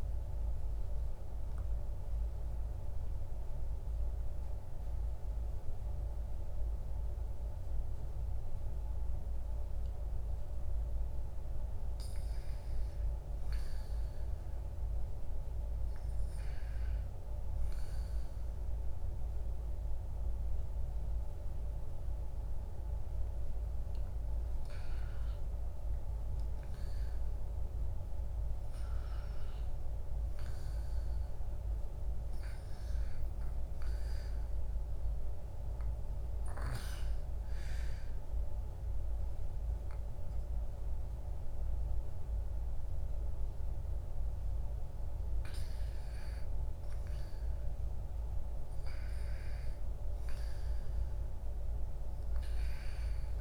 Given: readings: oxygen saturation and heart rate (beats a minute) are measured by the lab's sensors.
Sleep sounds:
breathing in sleep, hard to hear, by a room microphone; 1
1.00-25.00 s: oxygen desaturation (device-marked, oxygen 98% before, 93% lowest, heart rate 64 before, 61 extreme)
1.50-12.00 s: central apnea (oxygen 98% before, 93% lowest, heart rate 64 before, 61 extreme, up 7 after)
17.00-21.50 s: arousal
From the record:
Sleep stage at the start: REM sleep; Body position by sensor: on the back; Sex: male

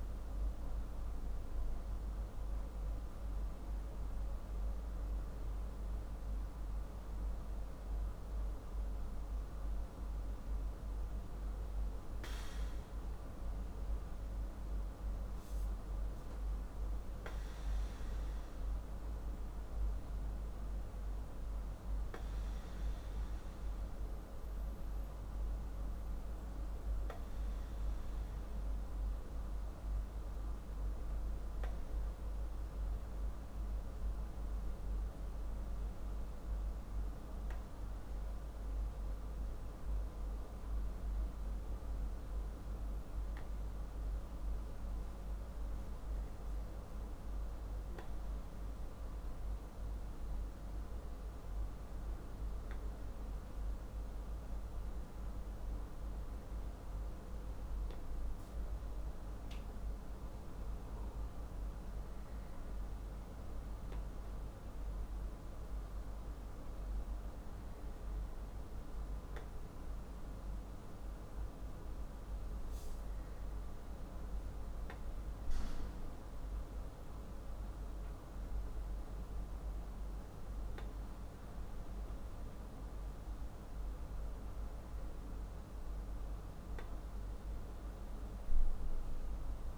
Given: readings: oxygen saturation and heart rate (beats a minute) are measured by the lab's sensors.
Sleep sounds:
breathing in sleep, hard to hear, by a room microphone; none
none scored
From the record:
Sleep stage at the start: N2 (light sleep); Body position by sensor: on the back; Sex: male

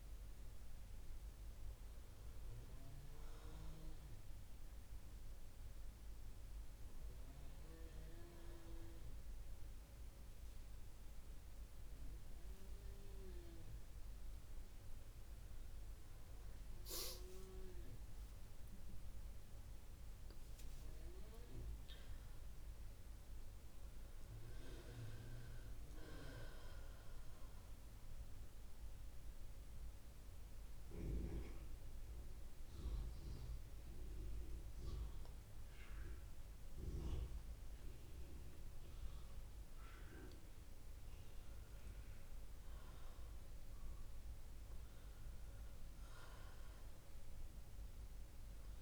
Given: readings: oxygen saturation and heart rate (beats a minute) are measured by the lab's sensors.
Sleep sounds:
breathing in sleep by a room microphone; 1
13.50-18.00 s: arousal
27.50-40.50 s: central apnea (oxygen 94% before, 90% lowest, heart rate 64 before, 62 extreme, up 3 after)
46.00-48.82 s: oxygen desaturation (device-marked, oxygen 97% before, 91% lowest, heart rate 63 before, 64 extreme)
From the record:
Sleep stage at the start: N2 (light sleep); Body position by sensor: on the right side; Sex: female

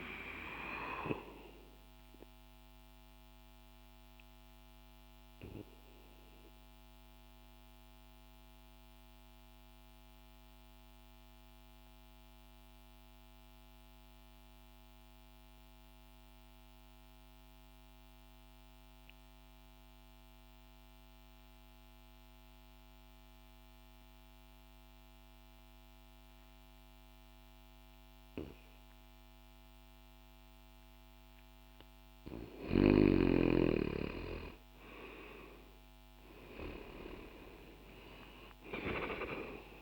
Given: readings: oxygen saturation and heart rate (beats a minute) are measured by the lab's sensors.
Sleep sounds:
breathing in sleep by a microphone on the trachea; 1
3.00-31.50 s: mixed apnea (oxygen 97% before, 89% lowest, heart rate 60 before, 60 extreme, up 0 after)
18.50-30.50 s: oxygen desaturation (device-marked, oxygen 95% before, 89% lowest, heart rate 60 before, 60 extreme)
33.00-37.50 s: arousal
From the record:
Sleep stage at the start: N2 (light sleep); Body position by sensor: on the back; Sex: male

